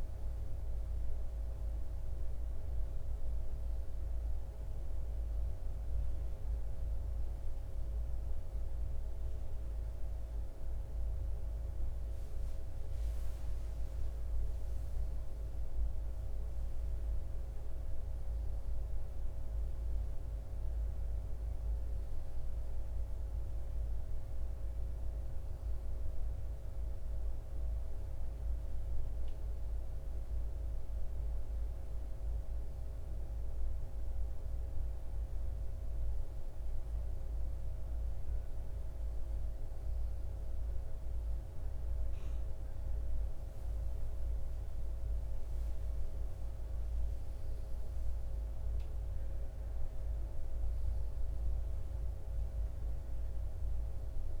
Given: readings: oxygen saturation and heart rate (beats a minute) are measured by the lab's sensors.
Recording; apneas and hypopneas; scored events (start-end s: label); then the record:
breathing in sleep, hard to hear, by a room microphone; none
32.50-54.40 s: new sleep stage, N2 (light sleep)
From the record:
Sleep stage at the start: N1 (lightest sleep); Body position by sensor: on the left side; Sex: male